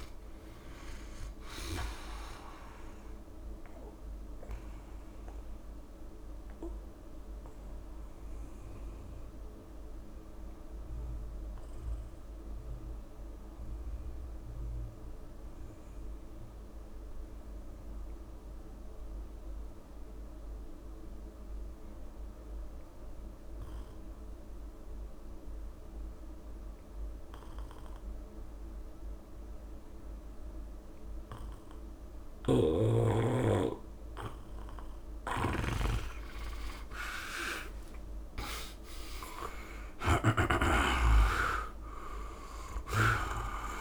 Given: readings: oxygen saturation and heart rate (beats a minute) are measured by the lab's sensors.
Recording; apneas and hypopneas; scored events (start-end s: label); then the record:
breathing in sleep by a room microphone; 1
0.00-17.00 s: oxygen desaturation (device-marked, oxygen 80% lowest, heart rate 50 extreme)
4.50-35.00 s: mixed apnea (oxygen 97% before, 80% lowest, heart rate 68 before, 39 extreme, up 19 after)
29.00-43.81 s: oxygen desaturation (device-marked, oxygen 100% before, 82% lowest, heart rate 72 before, 39 extreme)
32.00-40.50 s: snoring (device-marked)
36.50-40.00 s: arousal
37.50-39.50 s: long interval between heartbeats (device-marked, heart rate 70 before, 78 extreme)
41.50-43.50 s: long interval between heartbeats (device-marked, heart rate 72 before, 83 extreme)
From the record:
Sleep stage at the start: N2 (light sleep); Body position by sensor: on the back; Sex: male